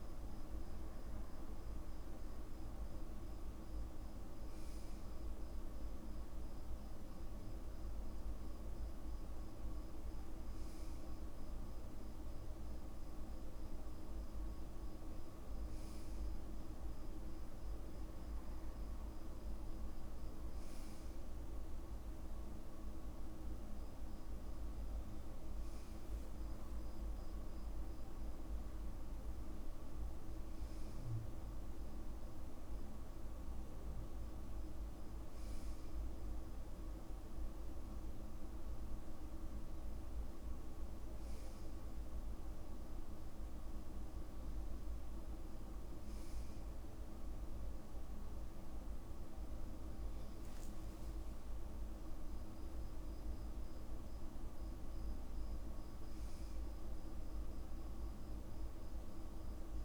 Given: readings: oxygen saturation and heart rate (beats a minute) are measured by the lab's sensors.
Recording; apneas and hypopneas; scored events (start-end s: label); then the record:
breathing in sleep, hard to hear, by a room microphone; none
none scored
From the record:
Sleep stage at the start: N2 (light sleep); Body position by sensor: on the back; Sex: male